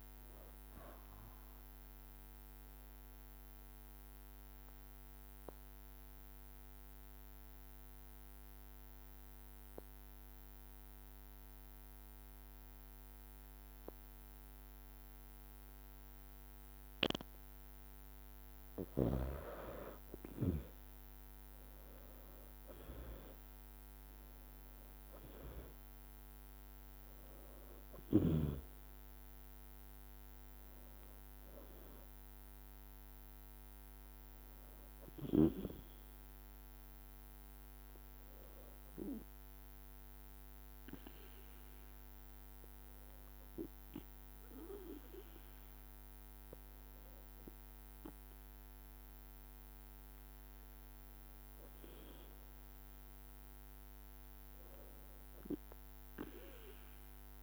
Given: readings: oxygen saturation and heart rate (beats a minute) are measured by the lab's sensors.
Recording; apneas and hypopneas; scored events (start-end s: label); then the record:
breathing in sleep by a microphone on the trachea; 2
0.00-8.00 s: drop in pulse transit time (device-marked, heart rate 55 extreme)
3.50-18.50 s: obstructive apnea (oxygen 95% before, 86% lowest, heart rate 59 before, 55 extreme, up 5 after)
21.00-25.50 s: arousal
23.00-44.00 s: oxygen desaturation (device-marked, oxygen 99% before, 86% lowest, heart rate 56 before, 55 extreme)
24.00-38.00 s: drop in pulse transit time (device-marked, heart rate 56 before, 58 extreme)
37.50-49.50 s: hypopnea (oxygen 99% before, 86% lowest, heart rate 59 before, 55 extreme, up 5 after)
51.00-55.00 s: arousal
53.00-57.43 s: drop in pulse transit time (device-marked, heart rate 57 before, 56 extreme)
From the record:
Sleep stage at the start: N2 (light sleep); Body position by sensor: on the back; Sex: female